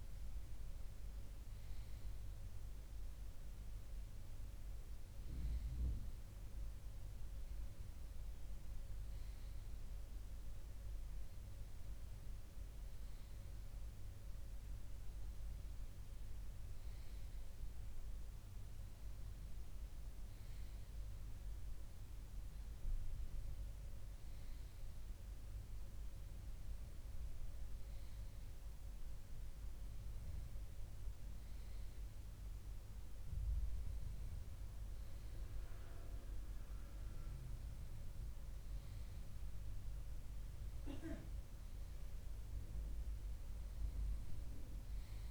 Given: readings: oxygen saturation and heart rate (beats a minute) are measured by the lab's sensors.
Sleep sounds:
breathing in sleep, hard to hear, by a room microphone; none
4.00-7.00 s: bradycardia (device-marked, heart rate 61 before, 60 extreme)
From the record:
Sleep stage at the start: N2 (light sleep); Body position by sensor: on the left side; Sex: male

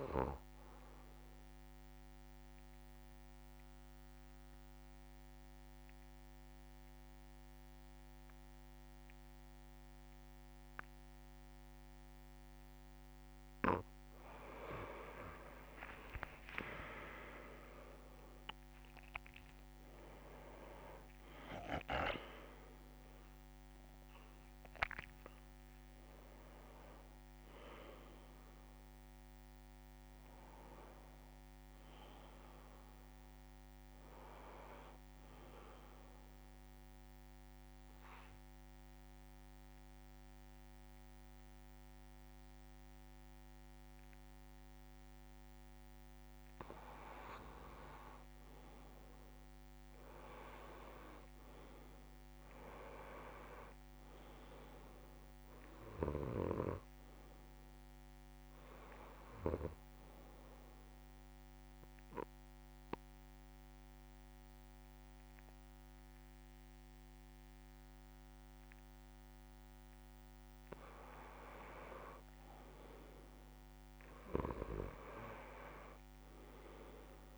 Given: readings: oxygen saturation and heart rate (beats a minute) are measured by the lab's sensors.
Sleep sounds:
breathing in sleep by a microphone on the trachea; 3
0.00-4.00 s: oxygen desaturation (device-marked, oxygen 90% lowest)
1.50-13.50 s: obstructive apnea (oxygen 95% before, 88% lowest)
15.50-20.50 s: arousal
16.00-37.00 s: oxygen desaturation (device-marked, oxygen 96% before, 88% lowest)
37.00-47.50 s: obstructive apnea (oxygen 96% before, 91% lowest)
50.00-52.50 s: arousal
55.00-70.00 s: oxygen desaturation (device-marked, oxygen 98% before, 91% lowest)
60.00-71.00 s: obstructive apnea (oxygen 98% before, 90% lowest)
72.50-75.50 s: arousal
From the record:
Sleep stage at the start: N2 (light sleep); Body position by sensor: on the back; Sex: male

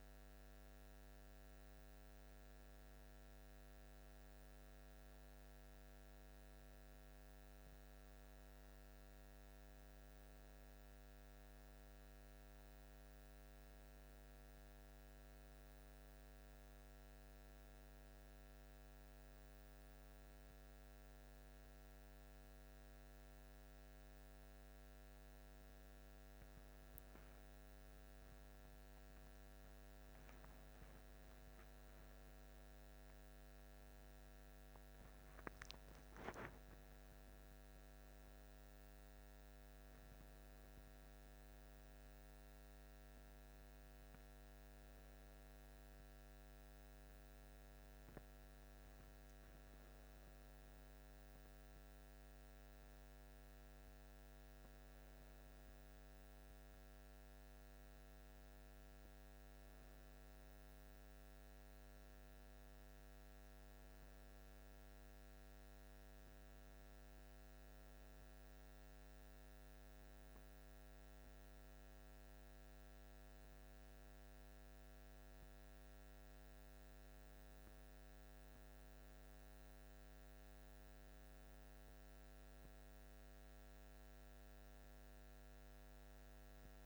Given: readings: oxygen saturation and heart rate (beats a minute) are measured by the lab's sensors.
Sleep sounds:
breathing in sleep, hard to hear, by a microphone on the trachea; none
32.50-36.50 s: arousal
From the record:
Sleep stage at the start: N1 (lightest sleep); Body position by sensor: on the back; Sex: male

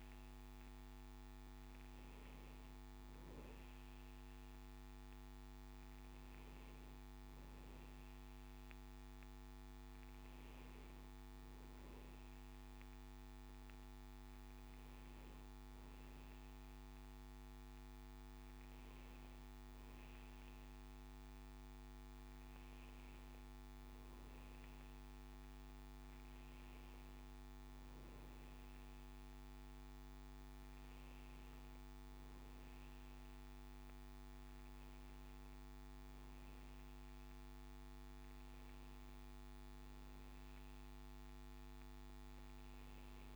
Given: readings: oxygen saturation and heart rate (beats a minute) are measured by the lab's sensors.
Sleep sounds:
breathing in sleep, hard to hear, by a microphone on the trachea; none
none scored
From the record:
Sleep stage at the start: N1 (lightest sleep); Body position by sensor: on the back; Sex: male

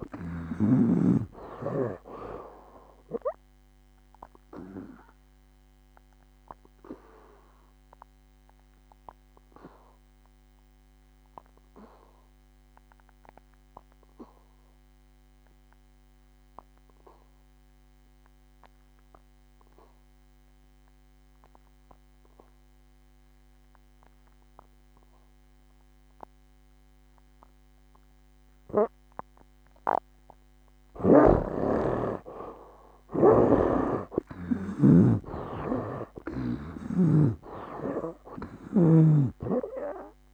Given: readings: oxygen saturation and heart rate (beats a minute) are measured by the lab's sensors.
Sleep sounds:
breathing in sleep by a microphone on the trachea; 1
0.00-2.50 s: arousal
0.00-27.50 s: oxygen desaturation (device-marked, oxygen 76% lowest, heart rate 59 extreme)
4.50-30.00 s: obstructive apnea (oxygen 96% before, 73% lowest, heart rate 63 before, 59 extreme, up 14 after)
29.50-40.34 s: oxygen desaturation (device-marked, oxygen 96% before, 73% lowest, heart rate 64 before, 57 extreme)
33.50-37.50 s: snoring (device-marked)
34.00-37.50 s: arousal
From the record:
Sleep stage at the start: N2 (light sleep); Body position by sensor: on the back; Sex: male

